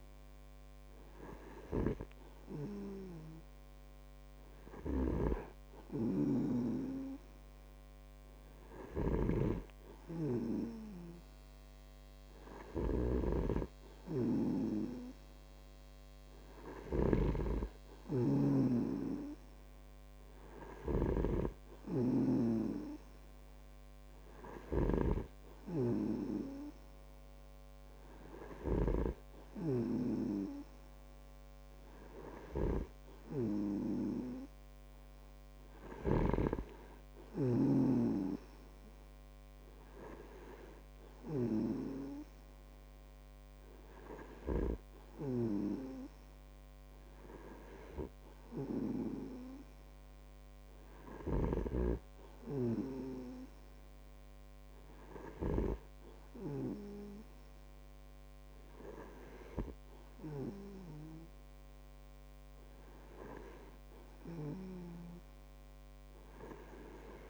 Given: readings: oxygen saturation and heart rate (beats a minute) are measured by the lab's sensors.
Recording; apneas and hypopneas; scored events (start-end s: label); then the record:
breathing in sleep by a microphone on the trachea; none
2.00-29.50 s: snoring (device-marked)
36.50-42.00 s: snoring (device-marked)
From the record:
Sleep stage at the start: N2 (light sleep); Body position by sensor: on the back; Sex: male